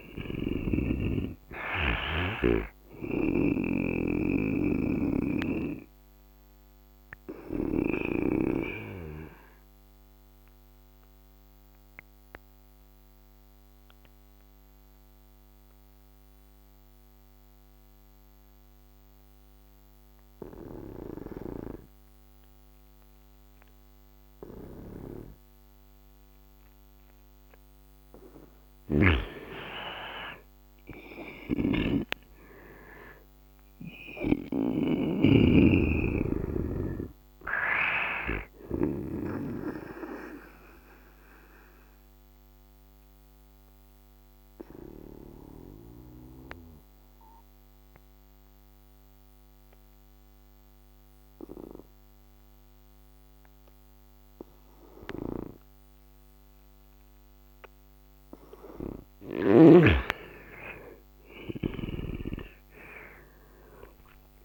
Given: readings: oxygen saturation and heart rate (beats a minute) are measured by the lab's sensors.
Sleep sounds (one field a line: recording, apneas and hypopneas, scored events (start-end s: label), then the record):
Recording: breathing in sleep by a microphone on the trachea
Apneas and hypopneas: 2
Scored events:
0.00-8.00 s: snoring (device-marked)
0.00-23.50 s: oxygen desaturation (device-marked, oxygen 86% lowest, heart rate 66 extreme)
4.50-27.00 s: obstructive apnea (oxygen 98% before, 80% lowest, heart rate 74 before, 66 extreme, up 10 after)
28.50-32.50 s: arousal
31.00-34.50 s: snoring (device-marked)
32.50-55.50 s: oxygen desaturation (device-marked, oxygen 98% before, 80% lowest, heart rate 72 before, 67 extreme)
39.50-58.50 s: obstructive apnea (oxygen 98% before, 80% lowest, heart rate 72 before, 67 extreme, up 12 after)
60.50-64.45 s: arousal
From the record:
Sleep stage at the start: N2 (light sleep)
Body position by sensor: on the right side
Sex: male